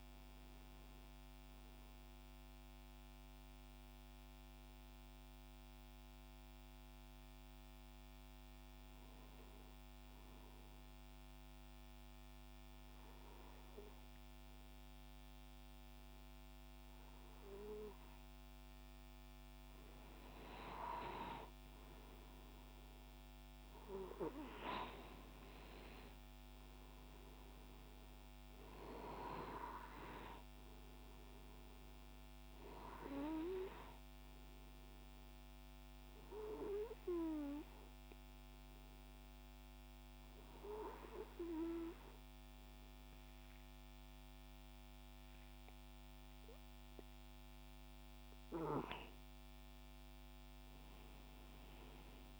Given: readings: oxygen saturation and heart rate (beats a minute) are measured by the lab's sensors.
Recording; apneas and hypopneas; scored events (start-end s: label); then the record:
breathing in sleep by a microphone on the trachea; 2
10.00-20.00 s: obstructive apnea (oxygen 96% before, 91% lowest, heart rate 70 before, 66 extreme, up 3 after)
17.00-41.00 s: oxygen desaturation (device-marked, oxygen 95% before, 91% lowest, heart rate 69 before, 66 extreme)
22.50-26.50 s: arousal
37.00-48.00 s: obstructive apnea (oxygen 95% before, 90% lowest, heart rate 70 before, 66 extreme, up 5 after)
49.50-52.39 s: arousal
From the record:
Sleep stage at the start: N2 (light sleep); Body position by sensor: on the back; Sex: male